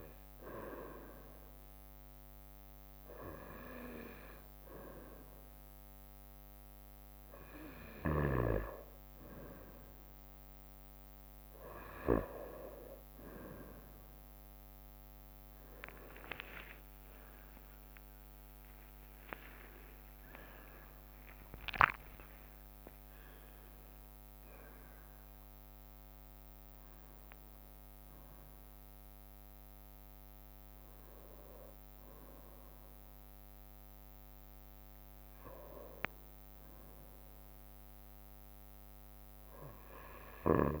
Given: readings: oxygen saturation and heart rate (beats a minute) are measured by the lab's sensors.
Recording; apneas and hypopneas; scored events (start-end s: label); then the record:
breathing in sleep by a microphone on the trachea; none
16.00-18.00 s: long interval between heartbeats (device-marked, heart rate 68 before, 79 extreme)
16.50-21.50 s: arousal
From the record:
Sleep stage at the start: N1 (lightest sleep); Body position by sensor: on the right side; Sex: female